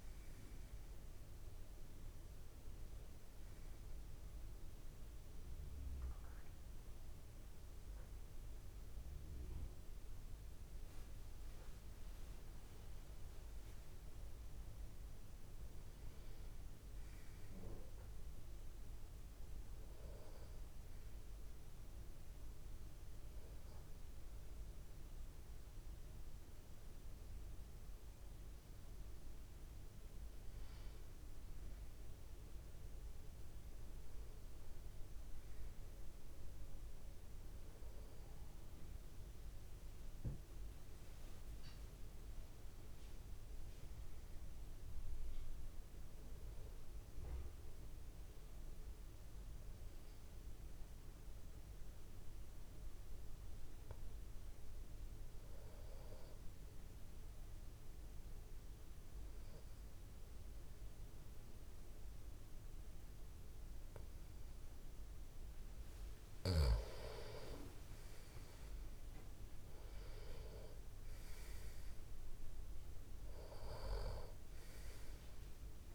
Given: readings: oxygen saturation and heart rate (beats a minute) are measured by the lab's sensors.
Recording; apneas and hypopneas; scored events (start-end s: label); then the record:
breathing in sleep, hard to hear, by a room microphone; 2
18.50-29.50 s: hypopnea (oxygen 96% before, 92% lowest)
31.50-35.50 s: arousal
57.00-67.00 s: hypopnea (oxygen 95% before, 92% lowest, heart rate 40 before, 28 extreme, up 9 after)
68.50-73.00 s: arousal
71.00-75.95 s: oxygen desaturation (device-marked, oxygen 95% before, 92% lowest, heart rate 41 before, 28 extreme)
From the record:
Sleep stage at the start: N2 (light sleep); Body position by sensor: on the back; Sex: male